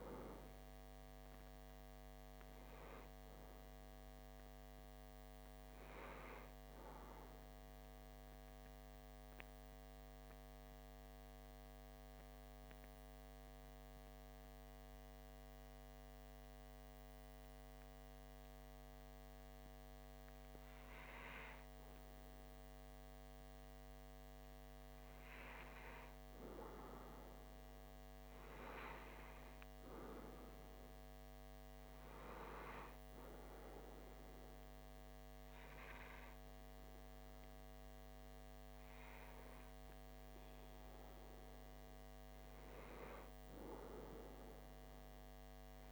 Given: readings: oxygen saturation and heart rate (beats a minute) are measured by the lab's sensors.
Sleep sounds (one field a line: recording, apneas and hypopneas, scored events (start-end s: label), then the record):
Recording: breathing in sleep by a microphone on the trachea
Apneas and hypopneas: 1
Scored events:
7.00-19.50 s: central apnea (oxygen 97% before, 95% lowest, heart rate 69 before, 56 extreme, up 1 after)
21.50-26.50 s: arousal
From the record:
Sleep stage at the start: N2 (light sleep)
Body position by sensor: on the back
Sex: male